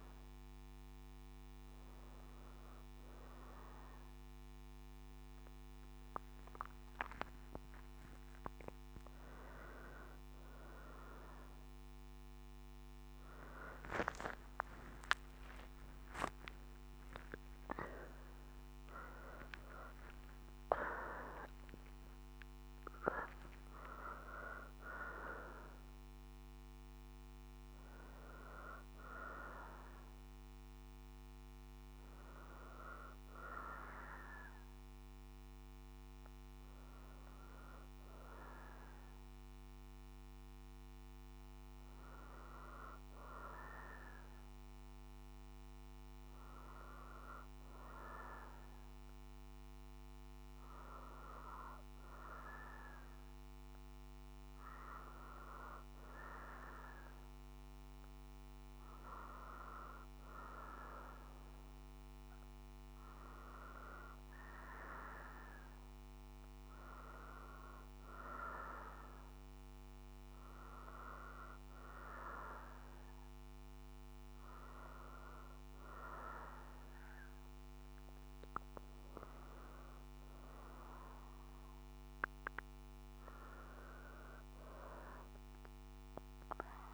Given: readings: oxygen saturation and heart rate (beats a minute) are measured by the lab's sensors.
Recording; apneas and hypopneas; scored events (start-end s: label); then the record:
breathing in sleep by a microphone on the trachea; none
14.50-22.00 s: arousal
37.00-86.94 s: new sleep stage, N2 (light sleep)
81.50-85.00 s: arousal
From the record:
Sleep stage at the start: N1 (lightest sleep); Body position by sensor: on the right side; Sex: female